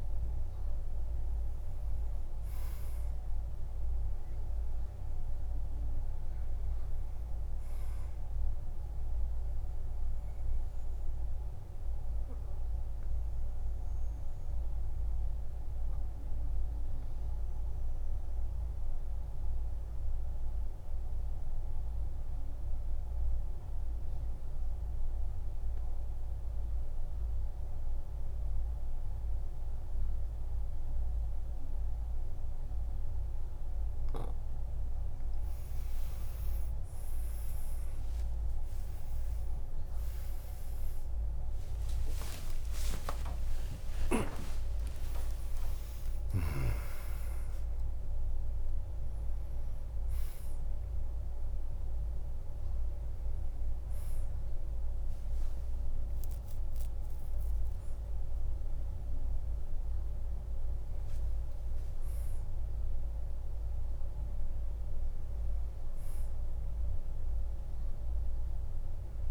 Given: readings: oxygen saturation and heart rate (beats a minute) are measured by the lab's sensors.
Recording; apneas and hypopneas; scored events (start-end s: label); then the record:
a person partly awake in a sleep study, hard to hear, by a room microphone; 1
0.00-1.00 s: arousal
0.00-21.00 s: oxygen desaturation (device-marked, oxygen 94% lowest, heart rate 46 extreme)
10.00-34.00 s: obstructive apnea (oxygen 98% before, 89% lowest, heart rate 54 before, 46 extreme, up 39 after)
36.00-38.00 s: long interval between heartbeats (device-marked, heart rate 50 before, 71 extreme)
37.00-68.00 s: oxygen desaturation (device-marked, oxygen 98% before, 89% lowest, heart rate 51 before, 53 extreme)
38.00-40.00 s: long interval between heartbeats (device-marked, heart rate 52 before, 85 extreme)
39.00-47.00 s: tachycardia (device-marked, heart rate 54 before, 149 extreme)
44.00-46.00 s: long interval between heartbeats (device-marked, heart rate 66 before, 135 extreme)
44.00-69.31 s: new sleep stage, awake
From the record:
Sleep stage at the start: N2 (light sleep); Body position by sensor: on the back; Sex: male